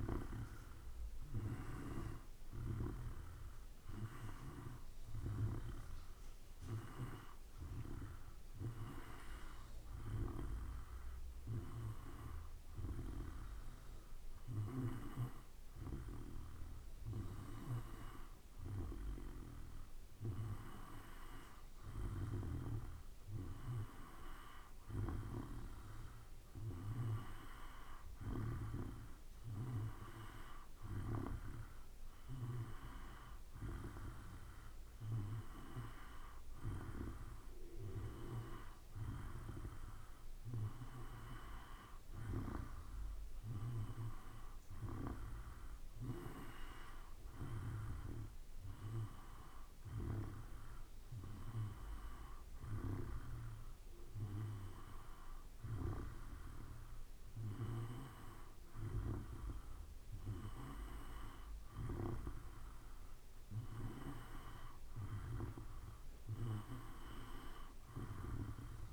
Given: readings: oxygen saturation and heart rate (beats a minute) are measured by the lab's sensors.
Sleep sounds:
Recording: breathing in sleep by a room microphone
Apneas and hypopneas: 1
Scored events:
9.50-21.00 s: hypopnea (oxygen 95% before, 92% lowest, heart rate 56 before, 53 extreme, up 2 after)
23.50-28.00 s: arousal
From the record:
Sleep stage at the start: N2 (light sleep)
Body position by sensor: on the back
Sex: male

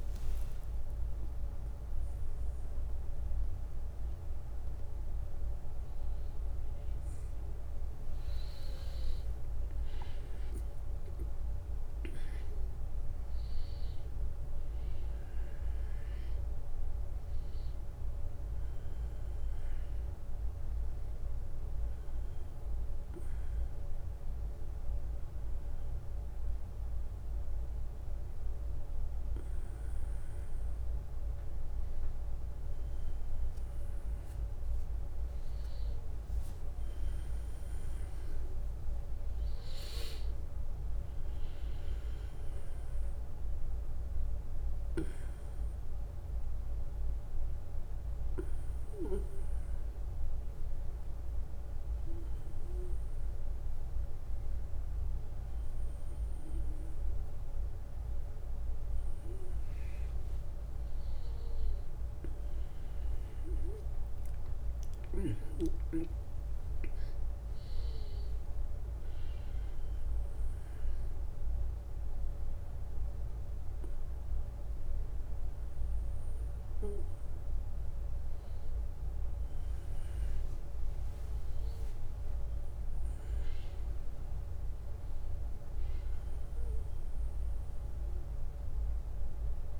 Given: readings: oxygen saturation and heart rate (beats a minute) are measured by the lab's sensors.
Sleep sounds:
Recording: a person awake in a sleep study, hard to hear, by a room microphone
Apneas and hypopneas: none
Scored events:
59.50-63.00 s: arousal
From the record:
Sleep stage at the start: awake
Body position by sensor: on the back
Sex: male

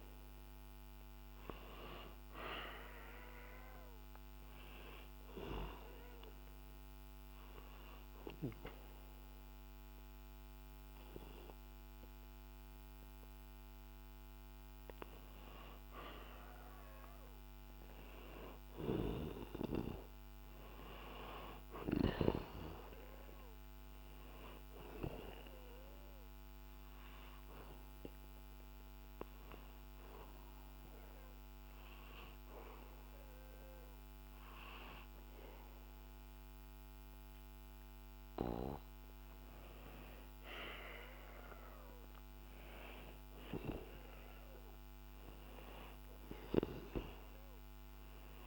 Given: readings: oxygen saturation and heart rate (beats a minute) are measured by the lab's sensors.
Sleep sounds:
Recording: breathing in sleep by a microphone on the trachea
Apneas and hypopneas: 2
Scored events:
5.50-15.50 s: obstructive apnea (oxygen 96% before, 92% lowest, heart rate 64 before, 61 extreme, up 2 after)
18.00-22.00 s: arousal
25.00-39.00 s: obstructive apnea (oxygen 96% before, 92% lowest, heart rate 62 before, 58 extreme, up 1 after)
38.00-48.47 s: new sleep stage, N2 (light sleep)
41.00-45.00 s: arousal
From the record:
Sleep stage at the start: REM sleep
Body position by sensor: on the back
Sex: male

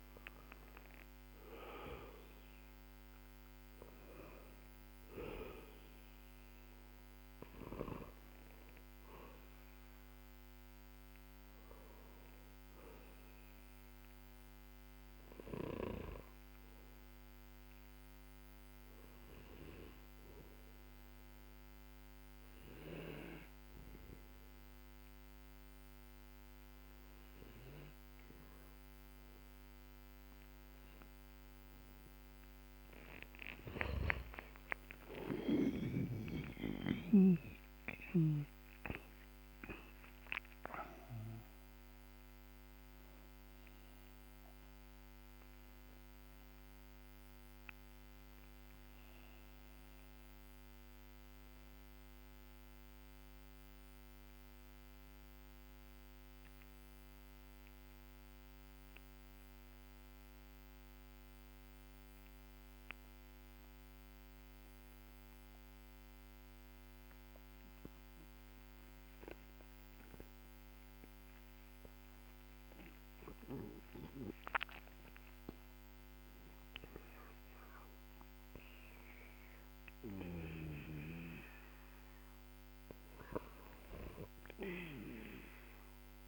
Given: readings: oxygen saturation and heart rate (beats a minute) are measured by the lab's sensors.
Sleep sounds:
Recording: breathing in sleep by a microphone on the trachea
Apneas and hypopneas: 2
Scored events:
0.00-35.00 s: oxygen desaturation (device-marked, oxygen 89% lowest, heart rate 49 extreme)
9.50-32.50 s: obstructive apnea (oxygen 97% before, 89% lowest, heart rate 60 before, 49 extreme, up 12 after)
33.50-37.00 s: snoring (device-marked)
33.50-38.50 s: arousal
42.00-46.00 s: oxygen desaturation (device-marked, oxygen 99% before, 95% lowest, heart rate 60 before, 51 extreme)
56.00-77.00 s: hypopnea (oxygen 99% before, 95% lowest, heart rate 63 before, 52 extreme, up 10 after)
78.50-81.50 s: arousal
From the record:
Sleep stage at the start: N2 (light sleep)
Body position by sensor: on the back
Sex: male

